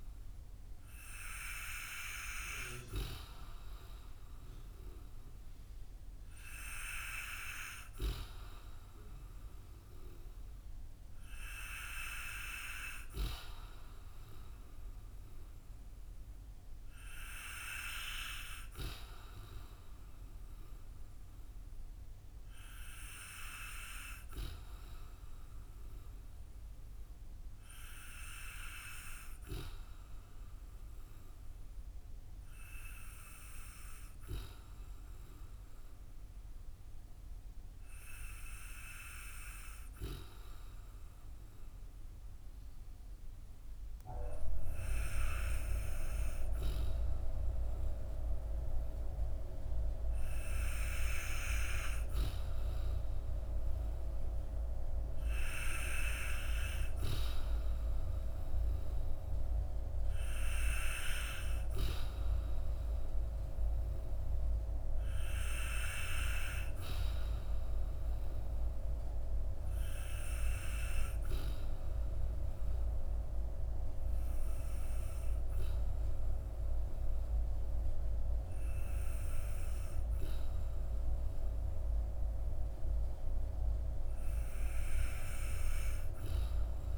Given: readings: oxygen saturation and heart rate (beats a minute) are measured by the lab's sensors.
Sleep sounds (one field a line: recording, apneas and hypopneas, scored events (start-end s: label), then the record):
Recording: breathing in sleep by a room microphone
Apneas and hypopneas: none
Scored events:
none scored
From the record:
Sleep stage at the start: N2 (light sleep)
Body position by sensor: on the back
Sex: male